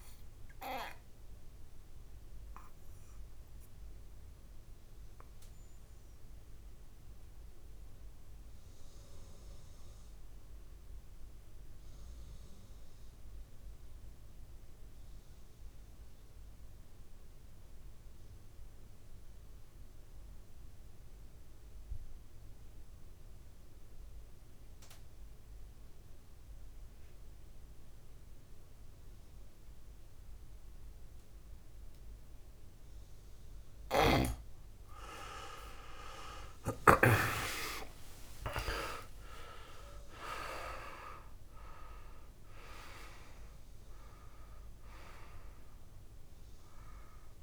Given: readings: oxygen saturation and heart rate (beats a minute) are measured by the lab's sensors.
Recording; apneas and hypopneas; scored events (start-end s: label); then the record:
breathing in sleep by a room microphone; 1
0.00-13.50 s: oxygen desaturation (device-marked, oxygen 88% lowest, heart rate 56 extreme)
1.00-33.00 s: obstructive apnea (oxygen 99% before, 87% lowest, heart rate 63 before, 53 extreme, up 27 after)
28.50-47.42 s: oxygen desaturation (device-marked, oxygen 99% before, 87% lowest, heart rate 59 before, 53 extreme)
37.00-42.00 s: arousal
From the record:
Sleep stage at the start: N2 (light sleep); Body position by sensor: on the back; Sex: male